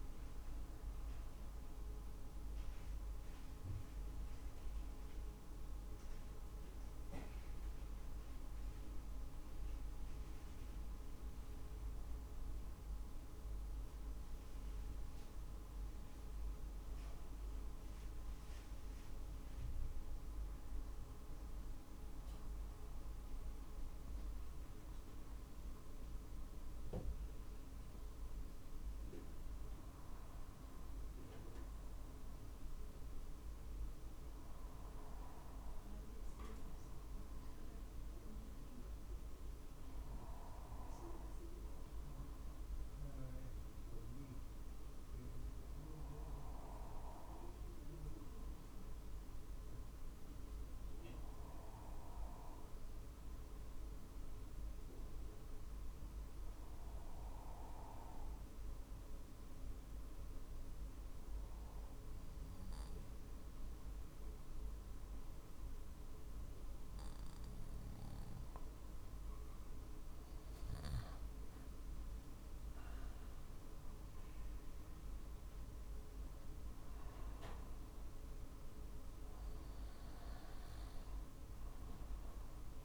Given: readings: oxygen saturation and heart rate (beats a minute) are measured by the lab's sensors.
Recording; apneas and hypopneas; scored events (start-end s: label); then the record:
breathing in sleep, hard to hear, by a room microphone; 1
0.00-18.00 s: drop in pulse transit time (device-marked, heart rate 46 extreme)
29.00-44.00 s: oxygen desaturation (device-marked, oxygen 95% before, 92% lowest, heart rate 47 before, 46 extreme)
33.00-68.50 s: obstructive apnea (oxygen 95% before, 92% lowest, heart rate 47 before, 46 extreme, up 3 after)
62.00-82.84 s: new sleep stage, N2 (light sleep)
70.00-74.50 s: arousal
72.00-82.84 s: drop in pulse transit time (device-marked, heart rate 47 before, 47 extreme)
From the record:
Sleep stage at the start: REM sleep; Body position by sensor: on the back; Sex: male